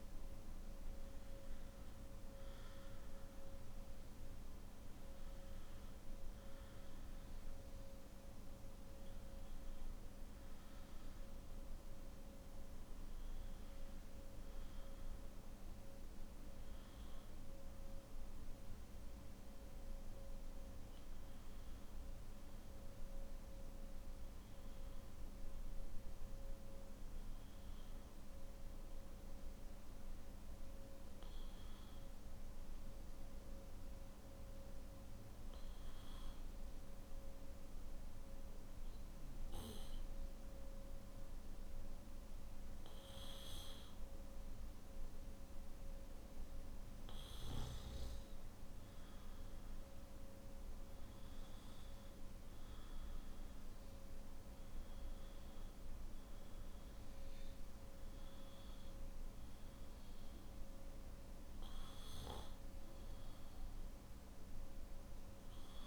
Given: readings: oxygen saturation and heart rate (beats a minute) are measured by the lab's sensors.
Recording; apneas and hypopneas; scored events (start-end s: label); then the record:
breathing in sleep, hard to hear, by a room microphone; 1
0.00-26.50 s: oxygen desaturation (device-marked, oxygen 92% lowest, heart rate 50 extreme)
30.50-44.50 s: hypopnea (oxygen 98% before, 95% lowest, heart rate 53 before, 52 extreme, up 8 after)
From the record:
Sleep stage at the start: N3 (deep sleep); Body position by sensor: on the back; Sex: male